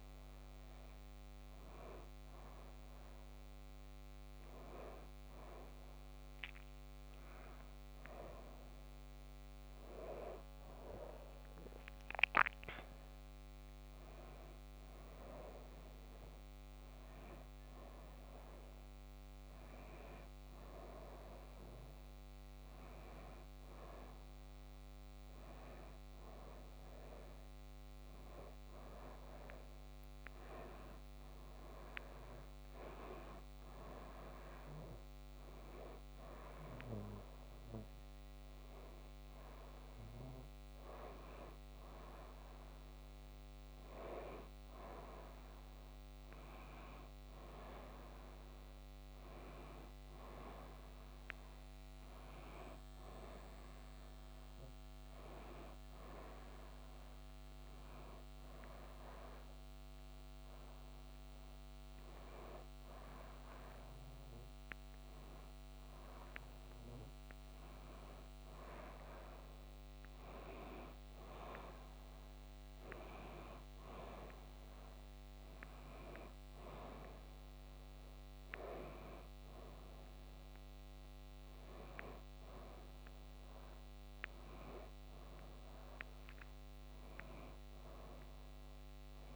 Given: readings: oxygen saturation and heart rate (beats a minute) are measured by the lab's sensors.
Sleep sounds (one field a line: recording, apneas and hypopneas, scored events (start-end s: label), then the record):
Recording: breathing in sleep by a microphone on the trachea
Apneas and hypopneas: 1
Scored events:
52.00-55.00 s: arousal
59.00-69.00 s: hypopnea (oxygen 93% before, 89% lowest)
70.50-74.00 s: arousal
From the record:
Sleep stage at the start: N2 (light sleep)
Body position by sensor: on the back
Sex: female